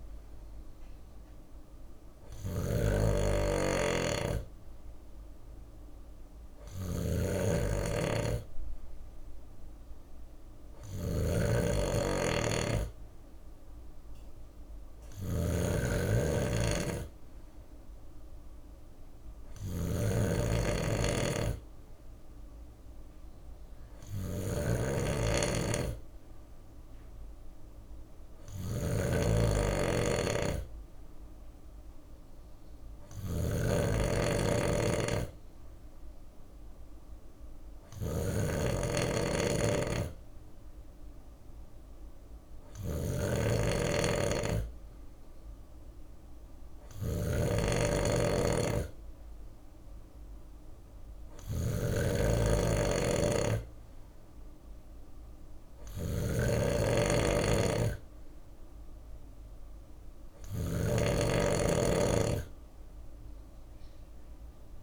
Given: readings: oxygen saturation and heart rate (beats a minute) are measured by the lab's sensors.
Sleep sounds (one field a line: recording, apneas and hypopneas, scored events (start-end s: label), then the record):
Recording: breathing in sleep by a room microphone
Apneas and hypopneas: none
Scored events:
0.00-64.83 s: snoring (device-marked)
From the record:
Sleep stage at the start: N2 (light sleep)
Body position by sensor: on the left side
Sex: male